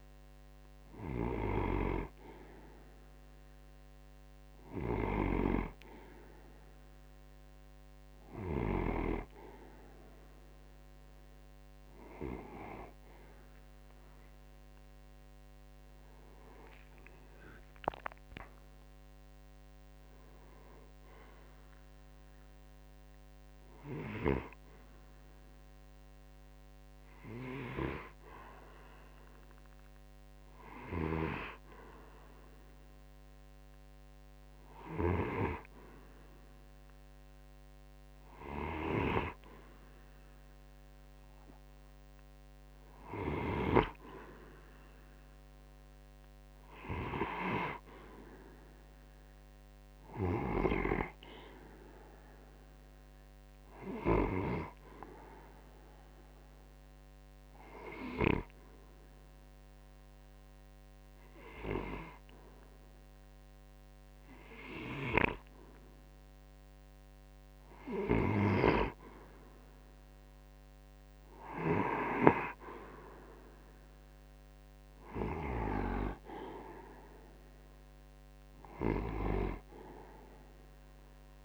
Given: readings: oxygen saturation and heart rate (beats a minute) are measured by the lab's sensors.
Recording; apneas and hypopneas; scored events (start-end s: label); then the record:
breathing in sleep by a microphone on the trachea; 1
42.50-55.50 s: oxygen desaturation (device-marked, oxygen 93% before, 90% lowest)
56.00-68.50 s: hypopnea (oxygen 94% before, 89% lowest)
72.00-76.00 s: arousal
74.50-81.45 s: oxygen desaturation (device-marked, oxygen 92% before, 89% lowest)
From the record:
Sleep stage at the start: N2 (light sleep); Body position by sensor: on the right side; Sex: male